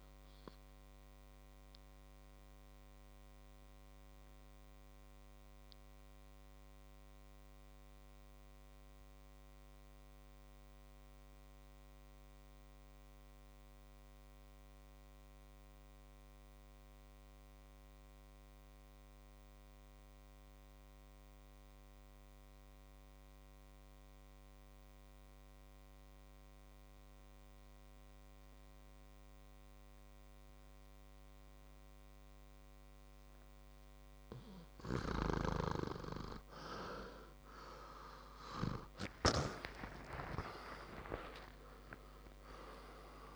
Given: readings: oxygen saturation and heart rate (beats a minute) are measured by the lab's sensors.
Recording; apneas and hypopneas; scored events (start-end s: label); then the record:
breathing in sleep by a microphone on the trachea; 1
0.00-16.50 s: oxygen desaturation (device-marked, oxygen 87% lowest, heart rate 54 extreme)
2.00-32.50 s: obstructive apnea (oxygen 99% before, 86% lowest, heart rate 61 before, 53 extreme, up 24 after)
31.50-43.36 s: oxygen desaturation (device-marked, oxygen 99% before, 86% lowest, heart rate 58 before, 51 extreme)
39.50-43.36 s: arousal
From the record:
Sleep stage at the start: N2 (light sleep); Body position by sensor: on the back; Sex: male